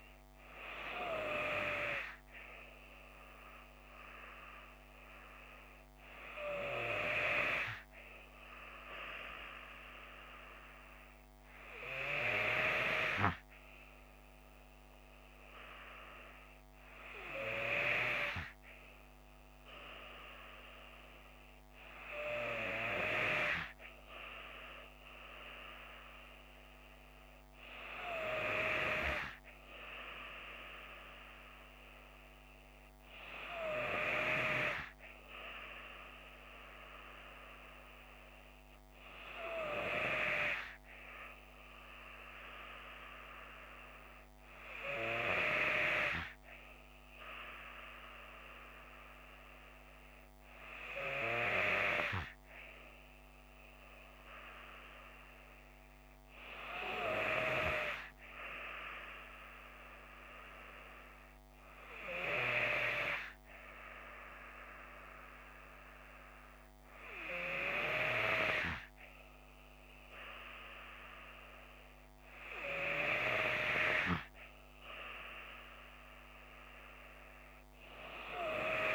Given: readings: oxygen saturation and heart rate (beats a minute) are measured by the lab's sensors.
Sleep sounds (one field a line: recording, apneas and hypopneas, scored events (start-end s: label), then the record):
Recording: breathing in sleep by a microphone on the trachea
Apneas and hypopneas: none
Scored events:
none scored
From the record:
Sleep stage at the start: N2 (light sleep)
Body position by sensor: on the left side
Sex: female